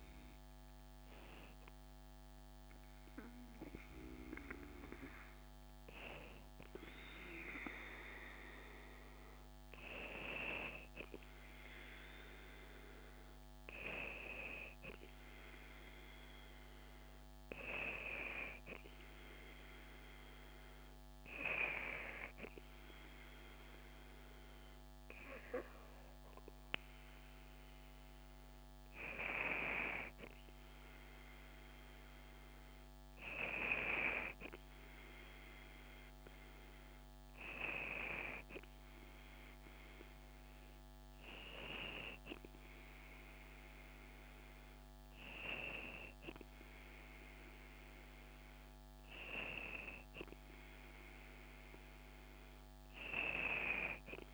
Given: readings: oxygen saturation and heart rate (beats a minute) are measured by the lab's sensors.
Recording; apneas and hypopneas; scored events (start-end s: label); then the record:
breathing in sleep by a microphone on the trachea; none
none scored
From the record:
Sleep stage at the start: N2 (light sleep); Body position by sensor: on the back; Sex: female